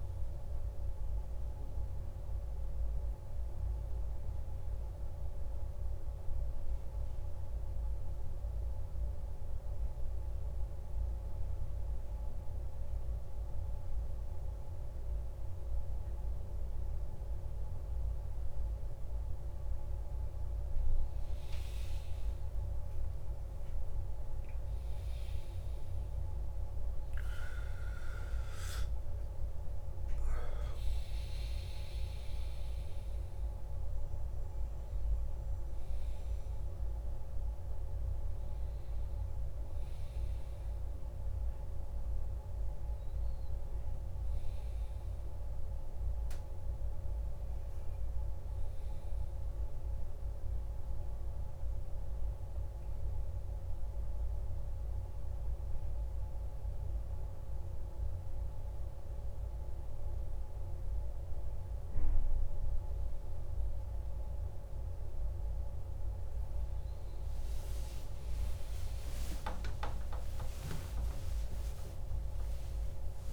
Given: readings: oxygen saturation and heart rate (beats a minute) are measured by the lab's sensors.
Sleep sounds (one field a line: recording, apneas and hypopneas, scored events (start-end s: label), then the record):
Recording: breathing in sleep, hard to hear, by a room microphone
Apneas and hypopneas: 2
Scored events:
2.50-19.50 s: hypopnea (oxygen 98% before, 94% lowest, heart rate 55 before, 52 extreme, up 3 after)
22.00-26.50 s: arousal
25.00-53.00 s: oxygen desaturation (device-marked, oxygen 98% before, 94% lowest, heart rate 53 before, 52 extreme)
28.00-73.33 s: new sleep stage, N1 (lightest sleep)
49.50-62.50 s: hypopnea (oxygen 98% before, 96% lowest, heart rate 55 before, 52 extreme, up 8 after)
69.00-73.33 s: arousal
From the record:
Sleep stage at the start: N2 (light sleep)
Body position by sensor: on the back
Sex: male